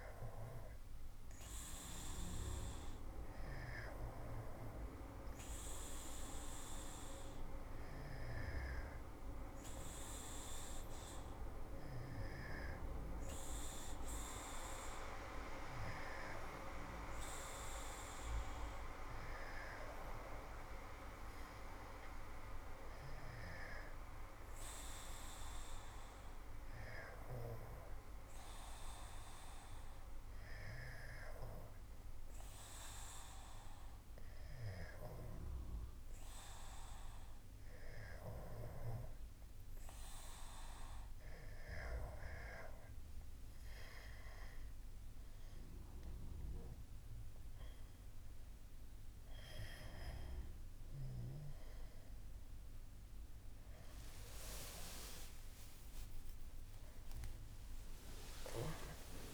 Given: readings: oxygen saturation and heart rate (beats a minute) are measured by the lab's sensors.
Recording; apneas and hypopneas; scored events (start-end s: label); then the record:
breathing in sleep by a room microphone; none
57.50-59.34 s: new sleep stage, awake
From the record:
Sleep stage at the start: N2 (light sleep); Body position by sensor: on the back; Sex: male